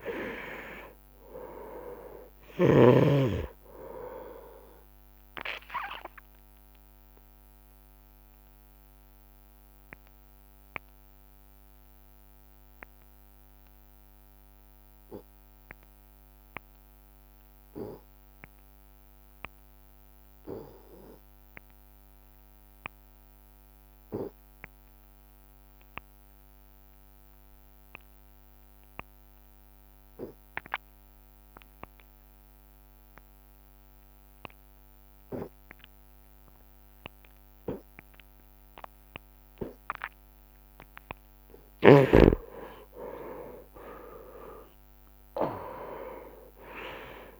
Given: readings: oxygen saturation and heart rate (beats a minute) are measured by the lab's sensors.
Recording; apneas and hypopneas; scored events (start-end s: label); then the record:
breathing in sleep by a microphone on the trachea; 1
0.00-27.00 s: oxygen desaturation (device-marked, oxygen 85% lowest)
6.50-40.50 s: obstructive apnea (oxygen 99% before, 85% lowest)
38.00-47.39 s: oxygen desaturation (device-marked, oxygen 99% before, 93% lowest)
43.00-47.00 s: arousal
From the record:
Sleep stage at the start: N2 (light sleep); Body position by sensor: on the right side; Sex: male